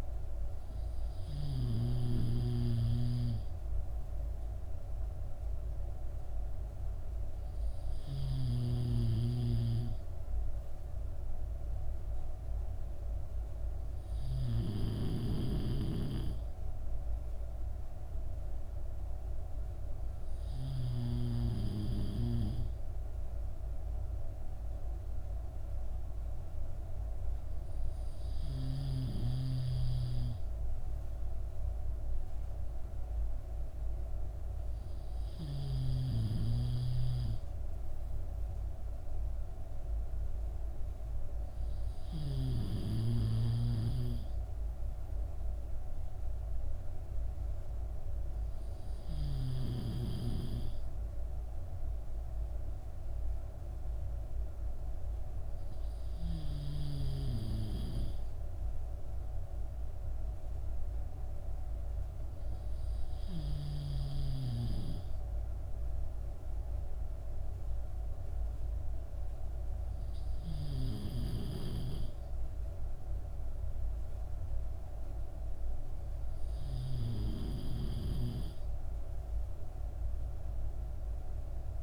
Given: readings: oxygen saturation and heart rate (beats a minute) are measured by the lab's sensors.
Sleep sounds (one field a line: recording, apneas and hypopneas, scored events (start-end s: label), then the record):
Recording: breathing in sleep by a room microphone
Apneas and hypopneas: none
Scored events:
none scored
From the record:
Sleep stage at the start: N3 (deep sleep)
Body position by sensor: on the back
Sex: male